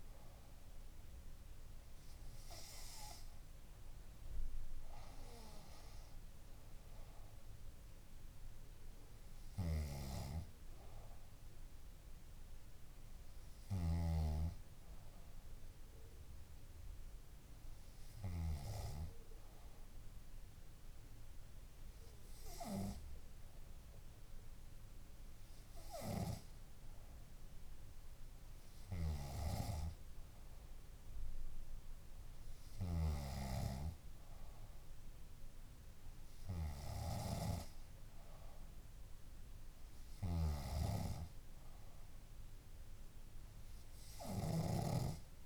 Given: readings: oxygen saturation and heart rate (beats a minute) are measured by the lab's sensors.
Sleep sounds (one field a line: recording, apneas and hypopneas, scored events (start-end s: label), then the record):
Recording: breathing in sleep by a room microphone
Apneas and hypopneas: none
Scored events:
10.00-17.00 s: bradycardia (device-marked, heart rate 63 before, 55 extreme)
From the record:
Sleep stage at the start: N2 (light sleep)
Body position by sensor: on the back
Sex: female